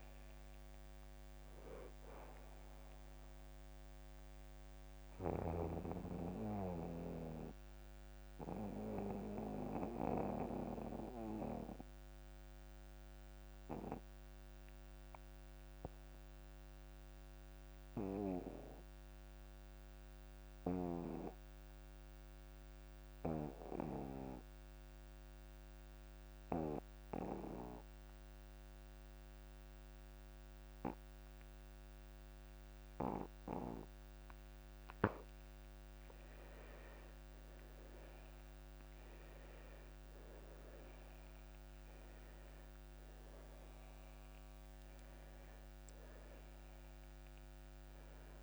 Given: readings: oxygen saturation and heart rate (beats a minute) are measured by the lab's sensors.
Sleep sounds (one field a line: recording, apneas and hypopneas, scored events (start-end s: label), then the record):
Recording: breathing in sleep by a microphone on the trachea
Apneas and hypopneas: 1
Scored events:
0.00-23.00 s: oxygen desaturation (device-marked, oxygen 85% lowest)
6.00-35.00 s: mixed apnea (oxygen 100% before, 82% lowest)
35.50-39.50 s: arousal
37.00-48.43 s: oxygen desaturation (device-marked, oxygen 98% before, 82% lowest)
From the record:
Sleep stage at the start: N2 (light sleep)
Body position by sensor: on the back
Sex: male